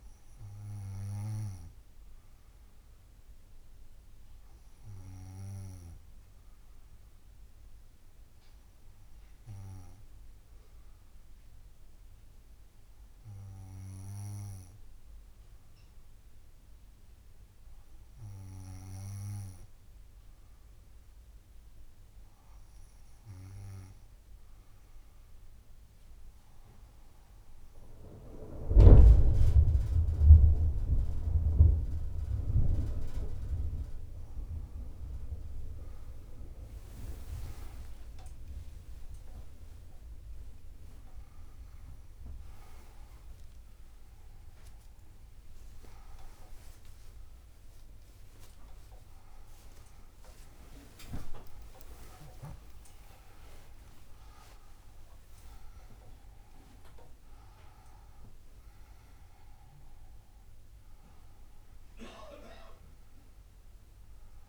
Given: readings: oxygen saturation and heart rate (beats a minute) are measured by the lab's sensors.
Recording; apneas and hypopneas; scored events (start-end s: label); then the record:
a person partly awake in a sleep study, by a room microphone; 1
0.00-1.00 s: oxygen desaturation (device-marked, oxygen 93% lowest, heart rate 60 extreme)
6.00-21.00 s: hypopnea (oxygen 97% before, 90% lowest, heart rate 64 before, 61 extreme, up 5 after)
33.00-46.00 s: oxygen desaturation (device-marked, oxygen 96% before, 90% lowest, heart rate 64 before, 80 extreme)
36.50-38.50 s: long interval between heartbeats (device-marked, heart rate 65 before, 77 extreme)
43.50-45.50 s: long interval between heartbeats (device-marked, heart rate 72 before, 106 extreme)
44.00-64.49 s: new sleep stage, awake
46.50-48.50 s: long interval between heartbeats (device-marked, heart rate 81 before, 169 extreme)
49.50-51.50 s: long interval between heartbeats (device-marked, heart rate 97 before, 159 extreme)
52.50-54.50 s: long interval between heartbeats (device-marked, heart rate 111 before, 129 extreme)
55.50-57.50 s: long interval between heartbeats (device-marked, heart rate 120 before, 114 extreme)
From the record:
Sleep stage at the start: N2 (light sleep); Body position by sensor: on the back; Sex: female